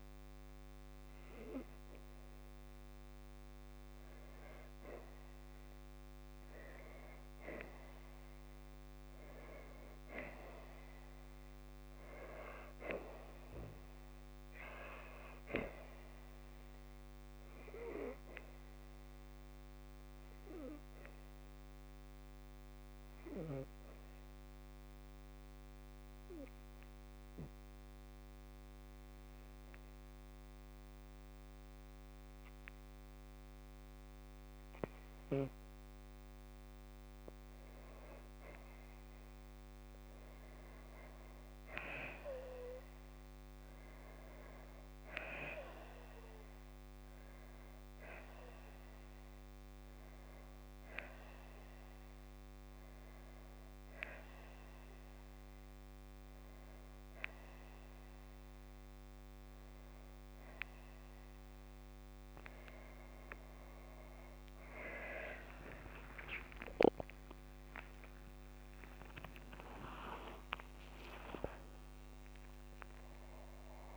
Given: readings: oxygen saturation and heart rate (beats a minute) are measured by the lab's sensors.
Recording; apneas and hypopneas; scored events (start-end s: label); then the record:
breathing in sleep by a microphone on the trachea; 1
0.00-4.00 s: oxygen desaturation (device-marked, oxygen 94% lowest, heart rate 60 extreme)
15.50-19.00 s: arousal
23.00-34.00 s: hypopnea (oxygen 96% before, 89% lowest, heart rate 61 before, 58 extreme)
23.00-37.00 s: oxygen desaturation (device-marked, oxygen 95% before, 92% lowest, heart rate 61 before, 58 extreme)
38.00-41.50 s: arousal
61.00-73.97 s: new sleep stage, awake
63.00-65.00 s: long interval between heartbeats (device-marked, heart rate 62 before, 63 extreme)
65.00-73.97 s: tachycardia (device-marked, heart rate 61 before, 214 extreme)
65.50-67.50 s: long interval between heartbeats (device-marked, heart rate 62 before, 69 extreme)
66.00-73.97 s: oxygen desaturation (device-marked, oxygen 95% before, 89% lowest, heart rate 63 before, 63 extreme)
70.00-72.00 s: long interval between heartbeats (device-marked, heart rate 73 before, 161 extreme)
From the record:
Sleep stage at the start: N2 (light sleep); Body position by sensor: on the back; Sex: female